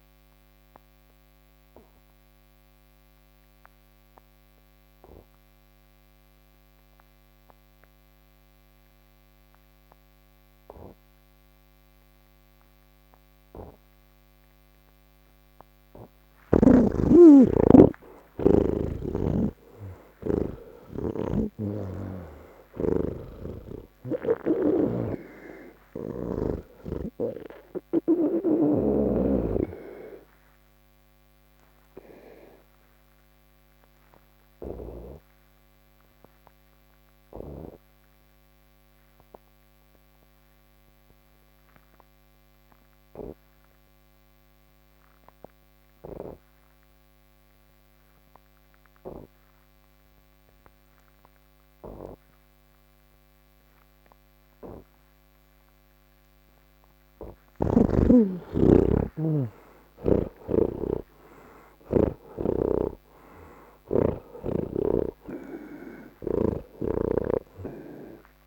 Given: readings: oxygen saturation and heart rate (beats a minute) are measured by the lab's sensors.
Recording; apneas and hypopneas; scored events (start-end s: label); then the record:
breathing in sleep by a microphone on the trachea; none
0.00-3.50 s: oxygen desaturation (device-marked, oxygen 82% lowest, heart rate 54 extreme)
13.50-45.50 s: oxygen desaturation (device-marked, oxygen 98% before, 81% lowest, heart rate 72 before, 42 extreme)
18.50-22.50 s: snoring (device-marked)
24.50-28.50 s: snoring (device-marked)
55.50-61.50 s: oxygen desaturation (device-marked, oxygen 99% before, 92% lowest, heart rate 101 before, 62 extreme)
62.00-68.46 s: snoring (device-marked)
From the record:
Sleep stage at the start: N2 (light sleep); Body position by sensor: on the back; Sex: male